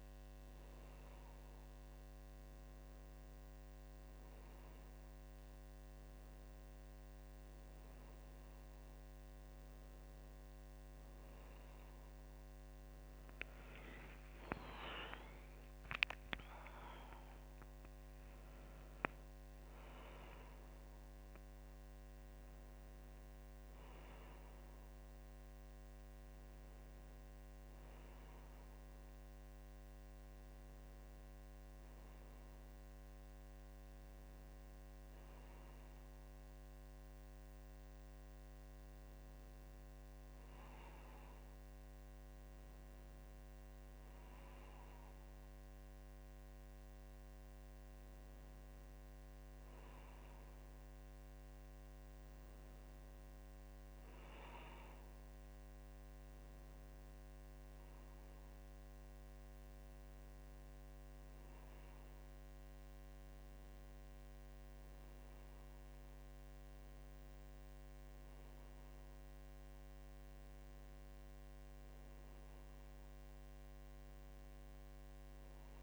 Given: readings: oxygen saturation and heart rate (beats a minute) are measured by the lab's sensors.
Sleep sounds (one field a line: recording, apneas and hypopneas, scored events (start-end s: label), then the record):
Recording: breathing in sleep, hard to hear, by a microphone on the trachea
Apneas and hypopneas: none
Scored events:
15.00-19.00 s: arousal
From the record:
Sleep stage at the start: N1 (lightest sleep)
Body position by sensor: on the back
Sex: female